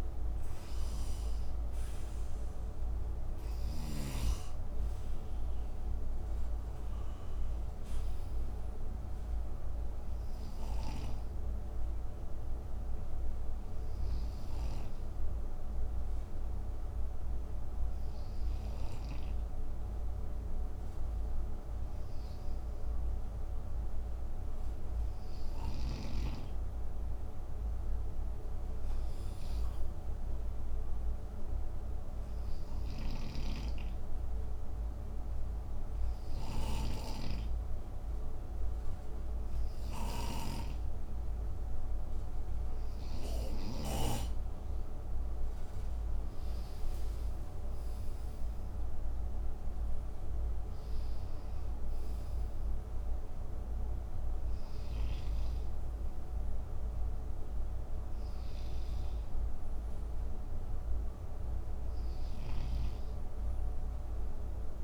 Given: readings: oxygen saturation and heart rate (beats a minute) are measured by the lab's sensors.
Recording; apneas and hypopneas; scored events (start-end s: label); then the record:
breathing in sleep by a room microphone; 1
0.00-2.50 s: arousal
0.00-3.50 s: snoring (device-marked)
0.00-22.50 s: oxygen desaturation (device-marked, oxygen 91% lowest, heart rate 55 extreme)
13.50-40.50 s: hypopnea (oxygen 95% before, 91% lowest, heart rate 63 before, 54 extreme, up 7 after)
32.50-43.00 s: snoring (device-marked)
45.00-49.50 s: arousal
From the record:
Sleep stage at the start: N2 (light sleep); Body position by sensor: on the right side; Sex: male